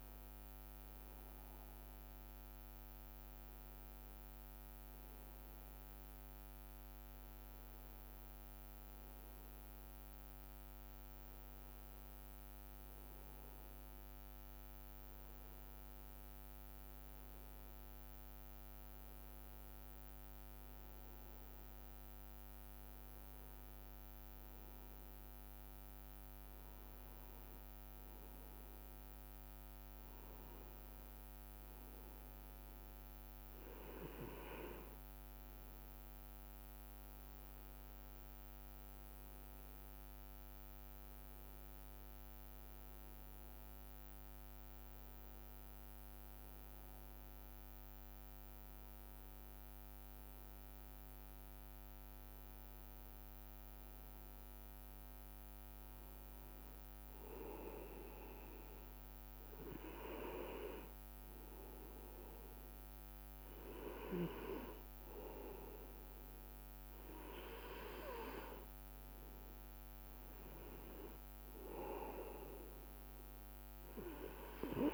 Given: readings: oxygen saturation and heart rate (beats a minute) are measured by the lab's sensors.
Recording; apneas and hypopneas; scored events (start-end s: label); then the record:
a person partly awake in a sleep study, by a microphone on the trachea; none
18.00-48.00 s: new sleep stage, N1 (lightest sleep)
48.00-74.94 s: new sleep stage, N2 (light sleep)
From the record:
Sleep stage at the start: awake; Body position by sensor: on the right side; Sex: male